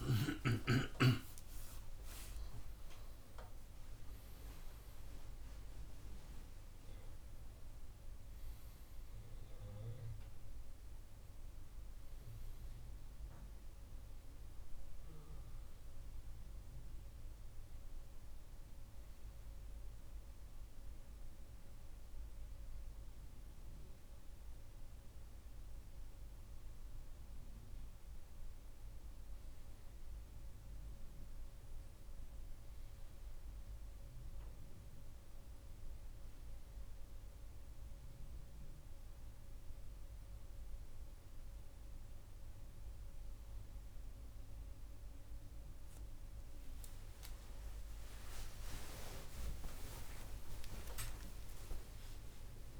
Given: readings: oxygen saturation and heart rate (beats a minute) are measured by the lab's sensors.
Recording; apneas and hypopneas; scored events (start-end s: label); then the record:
a person awake in a sleep study, by a room microphone; none
none scored
From the record:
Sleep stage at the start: awake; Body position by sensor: on the right side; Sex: male